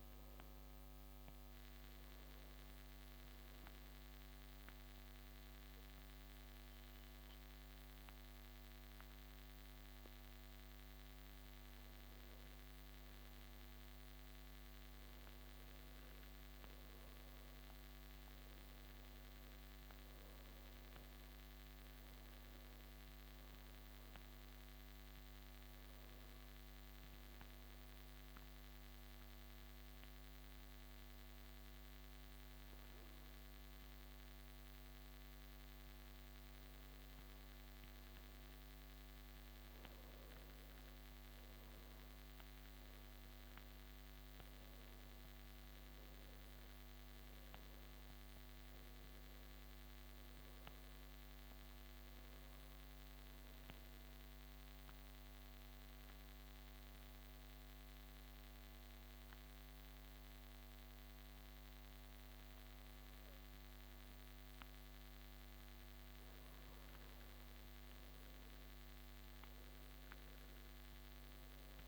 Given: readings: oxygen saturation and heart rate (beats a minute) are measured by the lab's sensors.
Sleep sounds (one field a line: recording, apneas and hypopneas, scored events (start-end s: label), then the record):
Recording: breathing in sleep, hard to hear, by a microphone on the trachea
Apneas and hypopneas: 3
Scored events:
3.50-14.00 s: obstructive apnea (oxygen 94% before, 91% lowest)
16.00-20.50 s: arousal
25.00-40.00 s: oxygen desaturation (device-marked, oxygen 95% before, 91% lowest)
27.00-38.00 s: obstructive apnea (oxygen 95% before, 91% lowest)
41.50-46.00 s: arousal
48.00-64.00 s: oxygen desaturation (device-marked, oxygen 96% before, 91% lowest)
53.50-66.00 s: obstructive apnea (oxygen 96% before, 91% lowest)
68.00-71.88 s: arousal
From the record:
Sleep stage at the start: N2 (light sleep)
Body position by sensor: on the back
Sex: male